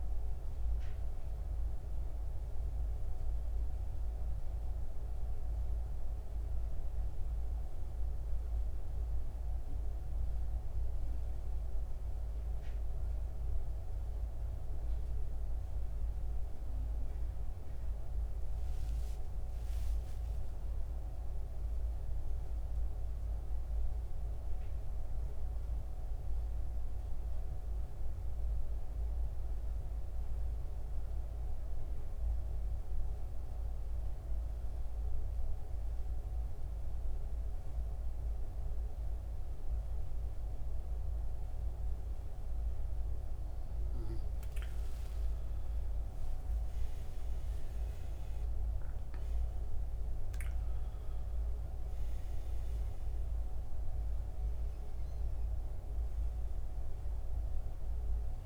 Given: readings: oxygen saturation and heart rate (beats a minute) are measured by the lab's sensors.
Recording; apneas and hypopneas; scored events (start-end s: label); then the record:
breathing in sleep, hard to hear, by a room microphone; 1
0.00-19.50 s: oxygen desaturation (device-marked, oxygen 88% lowest, heart rate 64 extreme)
18.00-23.00 s: arousal
29.00-42.50 s: central apnea (oxygen 95% before, 87% lowest, heart rate 72 before, 64 extreme, up 15 after)
40.50-58.46 s: oxygen desaturation (device-marked, oxygen 95% before, 87% lowest, heart rate 69 before, 67 extreme)
41.50-58.46 s: new sleep stage, REM sleep
45.00-49.50 s: arousal
From the record:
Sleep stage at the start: N2 (light sleep); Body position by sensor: on the back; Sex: male